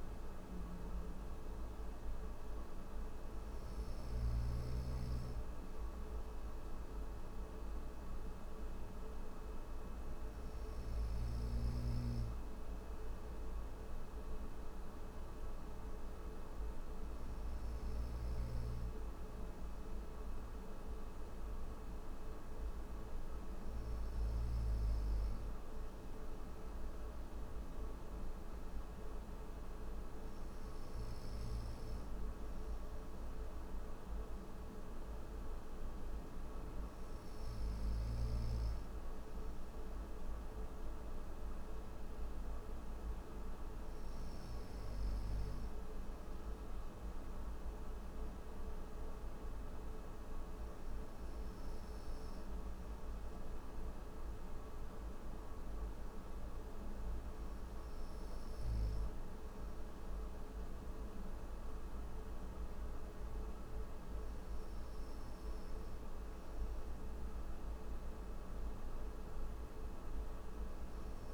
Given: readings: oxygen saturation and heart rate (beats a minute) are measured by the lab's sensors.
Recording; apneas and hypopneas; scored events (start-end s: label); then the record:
breathing in sleep, hard to hear, by a room microphone; none
none scored
From the record:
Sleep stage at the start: N3 (deep sleep); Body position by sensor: on the right side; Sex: male